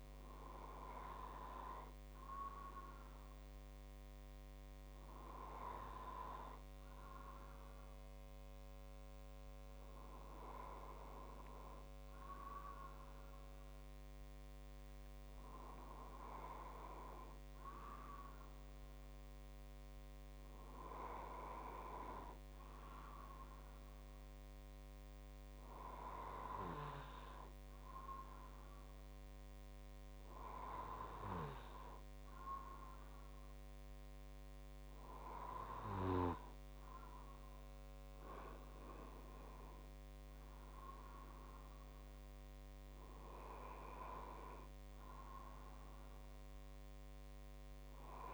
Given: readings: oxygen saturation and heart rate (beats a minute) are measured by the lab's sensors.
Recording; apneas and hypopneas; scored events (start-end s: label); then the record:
breathing in sleep by a microphone on the trachea; none
none scored
From the record:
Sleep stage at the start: N2 (light sleep); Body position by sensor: on the right side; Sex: male